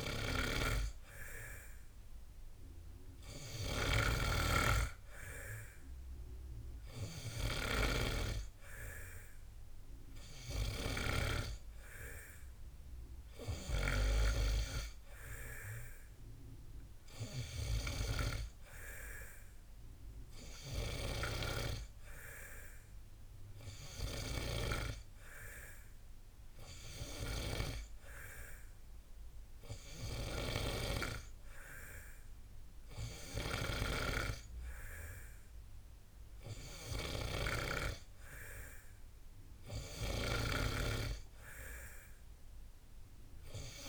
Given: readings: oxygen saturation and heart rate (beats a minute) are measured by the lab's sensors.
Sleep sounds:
breathing in sleep by a room microphone; none
none scored
From the record:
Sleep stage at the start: N2 (light sleep); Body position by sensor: on the back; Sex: male

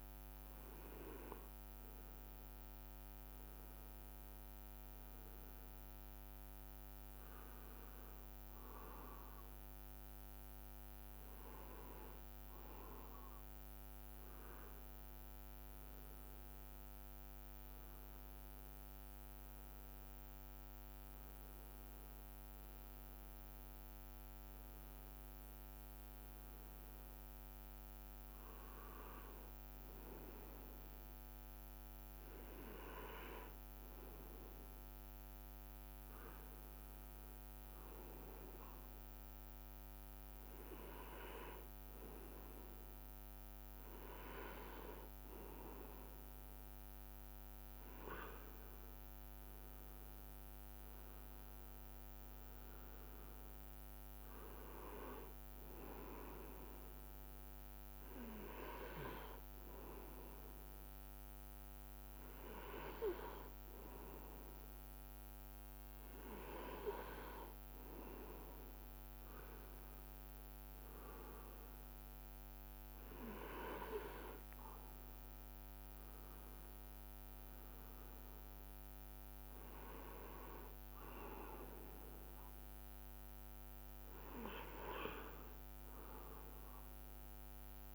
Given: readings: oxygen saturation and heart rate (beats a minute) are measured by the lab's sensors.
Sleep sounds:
breathing in sleep by a microphone on the trachea; none
none scored
From the record:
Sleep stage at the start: N2 (light sleep); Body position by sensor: on the right side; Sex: male

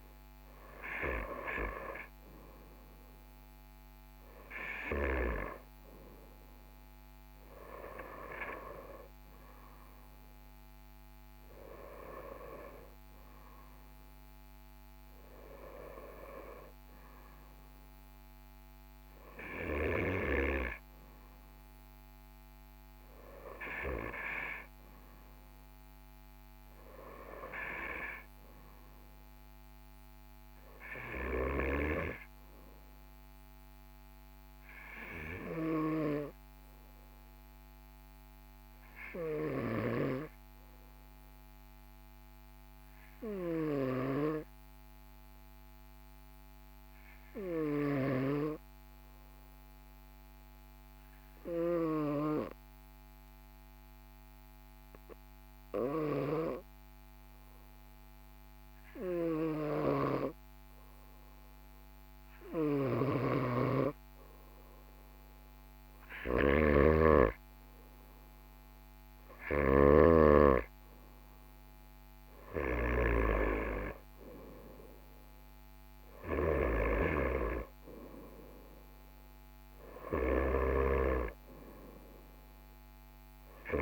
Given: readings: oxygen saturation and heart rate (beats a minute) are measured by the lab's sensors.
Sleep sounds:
breathing in sleep by a microphone on the trachea; 1
38.50-63.00 s: hypopnea (oxygen 98% before, 95% lowest, heart rate 44 before, 44 extreme, up 2 after)
62.50-70.00 s: snoring (device-marked)
65.50-70.00 s: arousal
From the record:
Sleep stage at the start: N2 (light sleep); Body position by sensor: on the right side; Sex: male

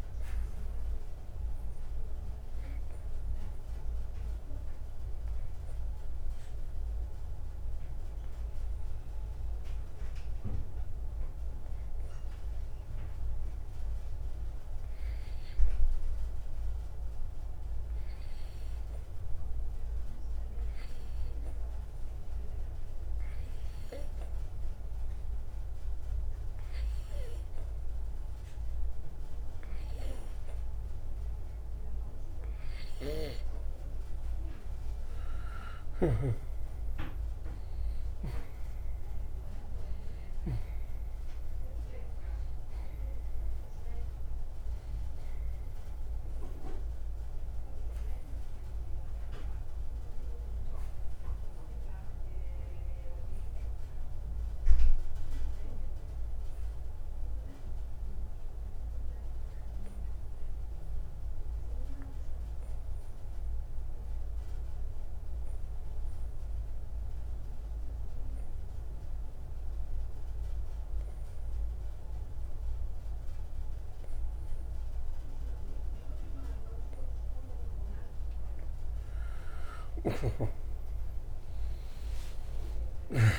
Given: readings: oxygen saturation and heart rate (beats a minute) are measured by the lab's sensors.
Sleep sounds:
breathing in sleep by a room microphone; 2
2.00-32.50 s: obstructive apnea (oxygen 97% before, 89% lowest, heart rate 61 before, 57 extreme, up 6 after)
7.00-25.00 s: oxygen desaturation (device-marked, oxygen 94% before, 90% lowest, heart rate 61 before, 58 extreme)
36.00-40.50 s: arousal
37.00-67.00 s: oxygen desaturation (device-marked, oxygen 97% before, 89% lowest, heart rate 59 before, 57 extreme)
51.50-76.00 s: obstructive apnea (oxygen 97% before, 83% lowest, heart rate 62 before, 57 extreme, up 25 after)
80.00-83.39 s: snoring (device-marked)
80.50-83.39 s: arousal
82.00-83.39 s: oxygen desaturation (device-marked, oxygen 97% before, 83% lowest, heart rate 59 before, 58 extreme)
From the record:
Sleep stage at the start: N2 (light sleep); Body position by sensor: on the right side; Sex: male

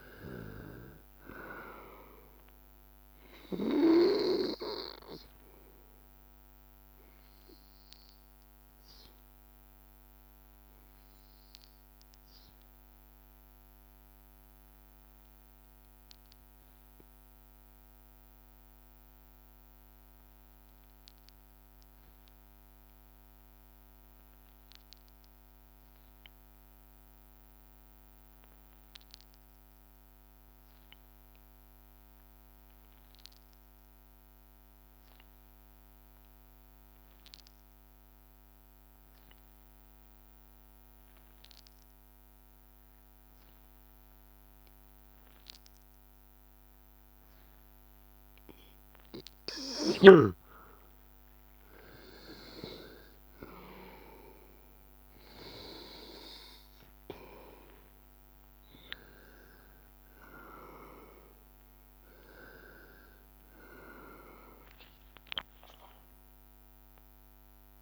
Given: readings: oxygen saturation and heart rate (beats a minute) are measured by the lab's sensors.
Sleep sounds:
breathing in sleep by a microphone on the trachea; 1
0.00-19.50 s: oxygen desaturation (device-marked, oxygen 91% lowest, heart rate 81 extreme)
12.00-48.00 s: obstructive apnea (oxygen 97% before, 91% lowest, heart rate 84 before, 81 extreme, up 3 after)
37.50-67.82 s: oxygen desaturation (device-marked, oxygen 98% before, 91% lowest, heart rate 84 before, 81 extreme)
49.00-53.50 s: arousal
From the record:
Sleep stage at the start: N2 (light sleep); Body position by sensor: on the back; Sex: male

